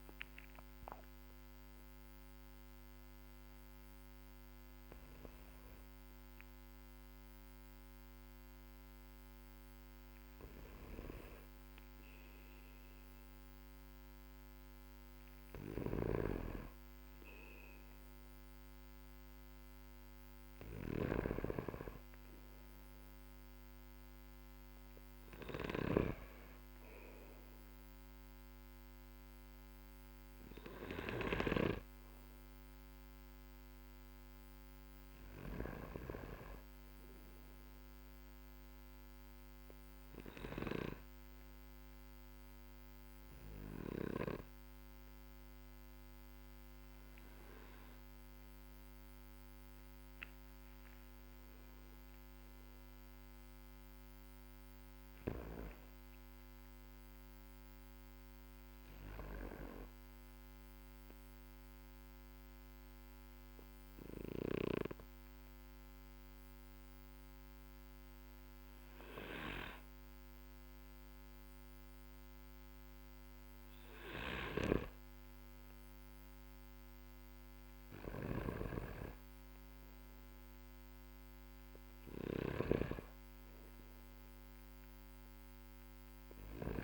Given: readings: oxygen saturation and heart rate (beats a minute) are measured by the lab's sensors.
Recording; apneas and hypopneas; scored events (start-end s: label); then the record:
breathing in sleep by a microphone on the trachea; 2
0.00-4.50 s: arousal
0.00-8.00 s: oxygen desaturation (device-marked, oxygen 93% lowest, heart rate 43 extreme)
15.00-31.00 s: snoring (device-marked)
29.00-86.84 s: new sleep stage, N2 (light sleep)
31.50-36.00 s: arousal
38.50-52.50 s: obstructive apnea (oxygen 99% before, 94% lowest, heart rate 48 before, 45 extreme, up 18 after)
55.00-59.00 s: arousal
61.00-74.00 s: obstructive apnea (oxygen 97% before, 94% lowest, heart rate 53 before, 45 extreme, up 5 after)
76.00-80.00 s: arousal
77.50-86.84 s: snoring (device-marked)
84.00-86.84 s: oxygen desaturation (device-marked, oxygen 98% before, 94% lowest, heart rate 51 before, 46 extreme)
From the record:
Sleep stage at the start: N1 (lightest sleep); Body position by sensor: on the back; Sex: male